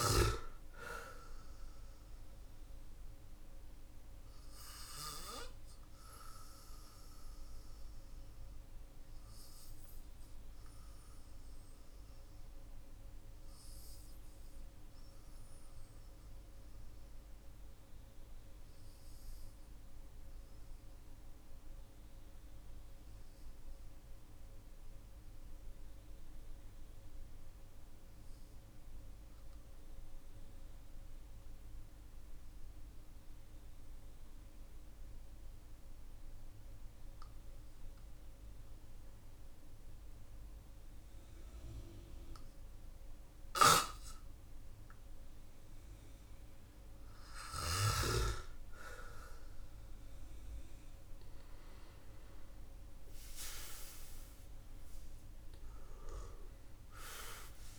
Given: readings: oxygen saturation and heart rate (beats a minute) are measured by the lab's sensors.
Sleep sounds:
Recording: breathing in sleep by a room microphone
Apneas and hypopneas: 1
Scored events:
1.50-48.00 s: obstructive apnea (oxygen 99% before, 93% lowest, heart rate 51 before, 44 extreme, up 8 after)
50.50-55.50 s: arousal
From the record:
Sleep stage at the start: N2 (light sleep)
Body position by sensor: on the back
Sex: male

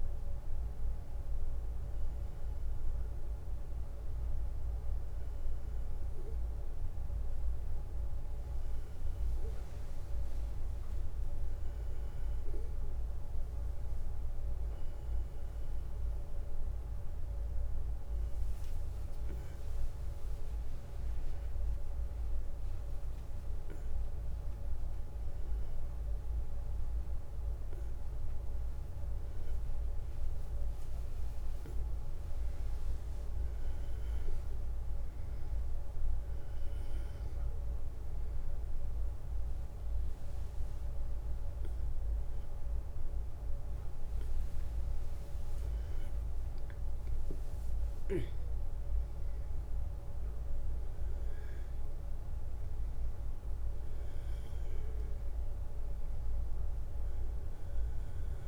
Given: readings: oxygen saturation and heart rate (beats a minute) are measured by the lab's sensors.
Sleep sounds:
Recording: a person awake in a sleep study, hard to hear, by a room microphone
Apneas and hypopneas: none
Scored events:
17.00-47.00 s: new sleep stage, awake
47.00-58.48 s: new sleep stage, N1 (lightest sleep)
From the record:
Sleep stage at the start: N1 (lightest sleep)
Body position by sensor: on the back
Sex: male

